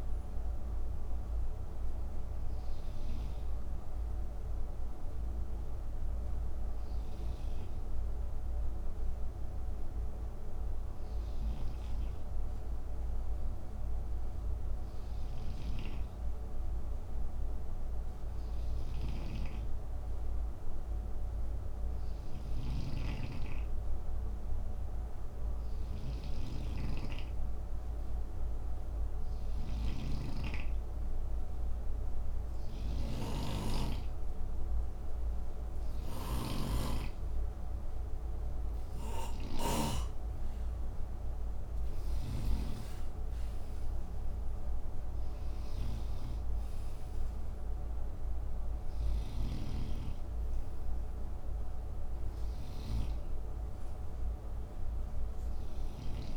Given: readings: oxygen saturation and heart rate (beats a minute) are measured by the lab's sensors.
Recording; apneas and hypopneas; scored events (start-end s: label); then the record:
breathing in sleep by a room microphone; none
11.00-39.50 s: snoring (device-marked)
41.50-56.37 s: snoring (device-marked)
From the record:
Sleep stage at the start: N2 (light sleep); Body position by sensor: on the right side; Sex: male